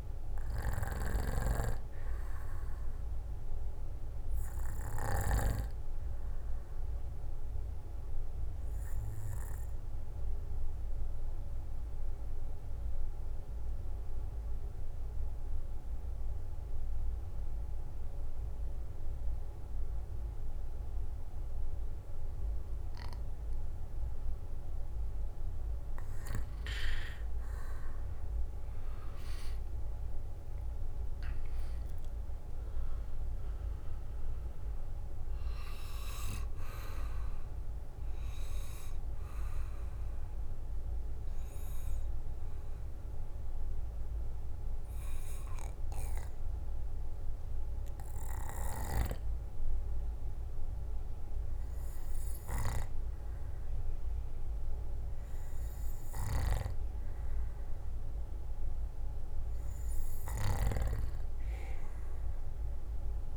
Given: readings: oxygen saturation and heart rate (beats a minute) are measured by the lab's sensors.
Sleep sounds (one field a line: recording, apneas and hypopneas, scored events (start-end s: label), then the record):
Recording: breathing in sleep by a room microphone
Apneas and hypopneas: 2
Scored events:
0.00-13.00 s: oxygen desaturation (device-marked, oxygen 92% lowest, heart rate 59 extreme)
5.50-25.50 s: obstructive apnea (oxygen 96% before, 88% lowest, heart rate 64 before, 53 extreme, up 12 after)
29.50-33.00 s: arousal
30.00-51.00 s: oxygen desaturation (device-marked, oxygen 96% before, 88% lowest, heart rate 61 before, 53 extreme)
39.50-55.50 s: obstructive apnea (oxygen 97% before, 88% lowest, heart rate 66 before, 53 extreme, up 7 after)
60.00-63.37 s: arousal
From the record:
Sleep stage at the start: N2 (light sleep)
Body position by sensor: on the back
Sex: male